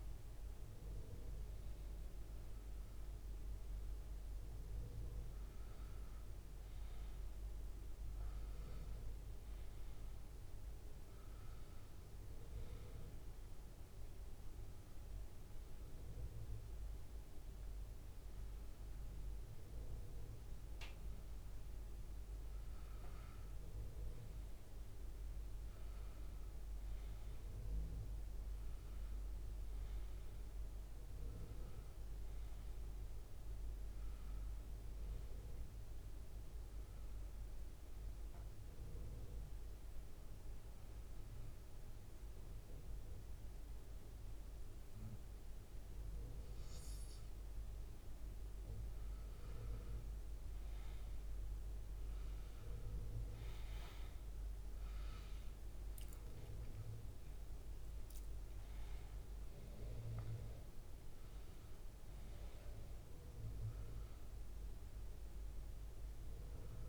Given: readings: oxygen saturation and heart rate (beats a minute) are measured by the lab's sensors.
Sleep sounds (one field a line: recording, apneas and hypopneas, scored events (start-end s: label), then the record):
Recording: breathing in sleep, hard to hear, by a room microphone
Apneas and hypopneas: 2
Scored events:
13.50-23.50 s: hypopnea (oxygen 95% before, 90% lowest, heart rate 82 before, 77 extreme, up 4 after)
26.00-29.50 s: arousal
33.50-44.50 s: oxygen desaturation (device-marked, oxygen 95% before, 92% lowest, heart rate 83 before, 76 extreme)
39.50-49.50 s: obstructive apnea (oxygen 95% before, 90% lowest, heart rate 83 before, 76 extreme, up 7 after)
54.00-58.00 s: arousal
59.50-66.89 s: oxygen desaturation (device-marked, oxygen 96% before, 90% lowest, heart rate 80 before, 78 extreme)
From the record:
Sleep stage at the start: N1 (lightest sleep)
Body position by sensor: on the back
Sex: male